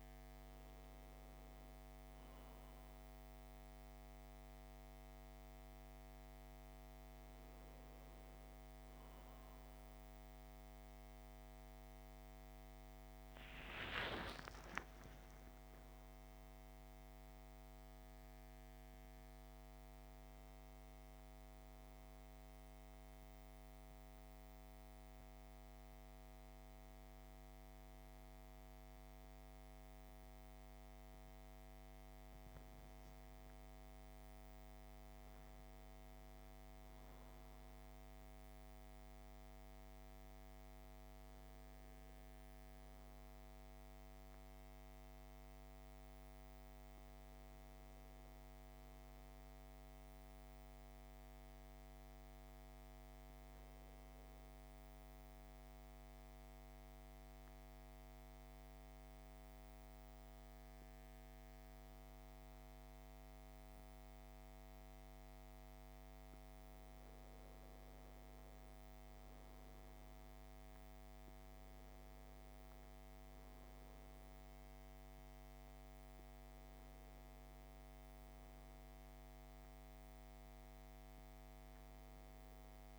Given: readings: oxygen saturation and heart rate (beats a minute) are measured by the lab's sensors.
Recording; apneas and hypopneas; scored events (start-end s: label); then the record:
breathing in sleep, hard to hear, by a microphone on the trachea; 1
1.50-31.50 s: new sleep stage, N1 (lightest sleep)
13.00-17.00 s: arousal
31.50-82.99 s: new sleep stage, N2 (light sleep)
56.00-66.50 s: mixed apnea (oxygen 97% before, 92% lowest, heart rate 64 before, 57 extreme, up 14 after)
68.00-72.50 s: arousal
73.50-82.99 s: oxygen desaturation (device-marked, oxygen 96% before, 92% lowest, heart rate 60 before, 58 extreme)
From the record:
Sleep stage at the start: N2 (light sleep); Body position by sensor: on the back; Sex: male